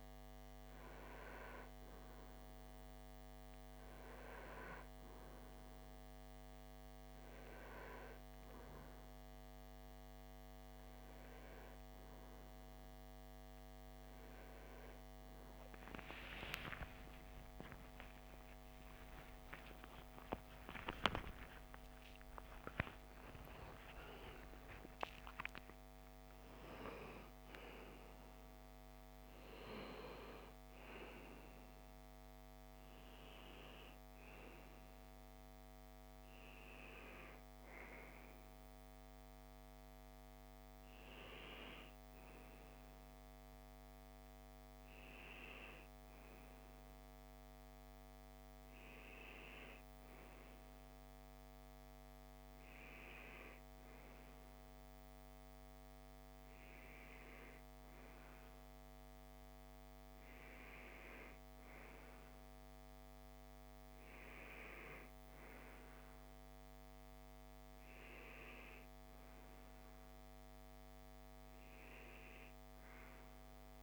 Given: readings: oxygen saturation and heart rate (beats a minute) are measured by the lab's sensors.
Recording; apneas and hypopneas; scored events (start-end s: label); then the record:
breathing in sleep by a microphone on the trachea; none
15.50-21.50 s: arousal
18.50-73.83 s: new sleep stage, N1 (lightest sleep)
68.50-73.83 s: oxygen desaturation (device-marked, oxygen 97% before, 92% lowest)
From the record:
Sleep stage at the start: N2 (light sleep); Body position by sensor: on the left side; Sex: male